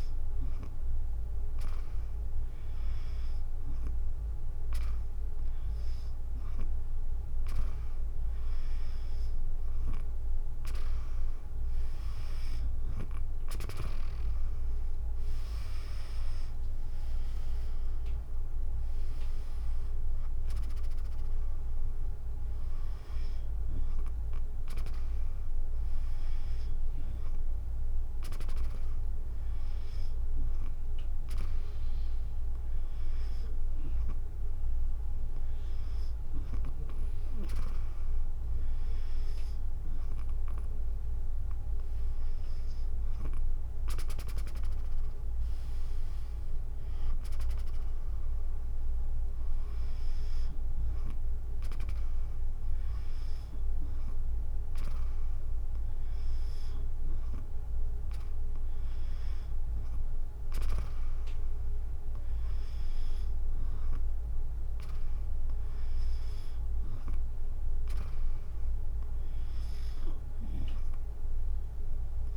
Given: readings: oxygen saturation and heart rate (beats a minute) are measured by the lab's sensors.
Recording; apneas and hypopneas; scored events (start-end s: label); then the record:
breathing in sleep by a room microphone; none
15.50-26.50 s: drop in pulse transit time (device-marked, heart rate 59 before, 57 extreme)
From the record:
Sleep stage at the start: N2 (light sleep); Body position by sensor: on the back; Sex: female